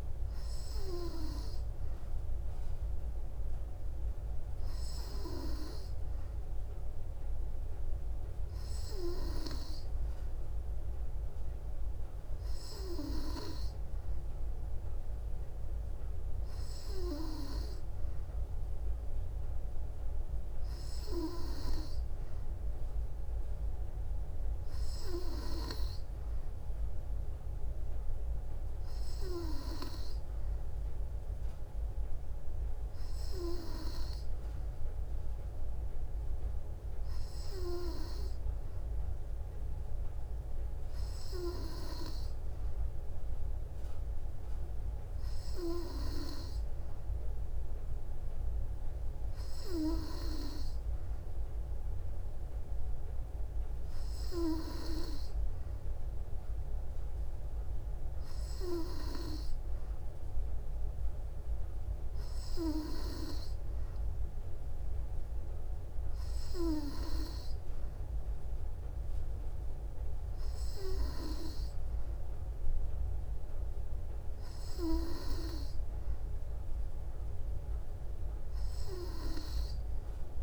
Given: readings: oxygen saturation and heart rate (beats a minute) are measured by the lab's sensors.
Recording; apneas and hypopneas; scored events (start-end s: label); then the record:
breathing in sleep by a room microphone; none
45.50-80.43 s: new sleep stage, N2 (light sleep)
From the record:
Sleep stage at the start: N3 (deep sleep); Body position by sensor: on the back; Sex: female